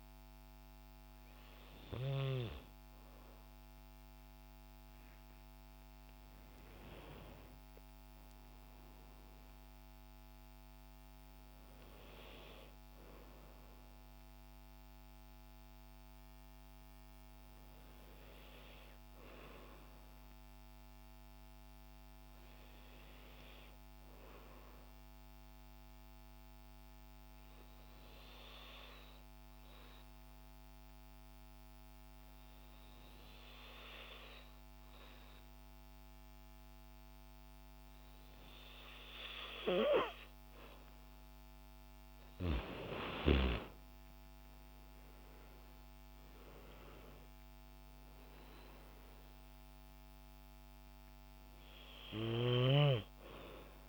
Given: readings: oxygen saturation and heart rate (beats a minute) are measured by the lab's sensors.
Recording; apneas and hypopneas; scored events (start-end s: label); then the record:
breathing in sleep by a microphone on the trachea; 1
25.50-41.50 s: hypopnea (oxygen 96% before, 92% lowest, heart rate 56 before, 53 extreme, up 25 after)
42.50-53.88 s: oxygen desaturation (device-marked, oxygen 96% before, 92% lowest, heart rate 54 before, 53 extreme)
43.00-47.00 s: arousal
From the record:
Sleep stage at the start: N2 (light sleep); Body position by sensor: on the back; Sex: female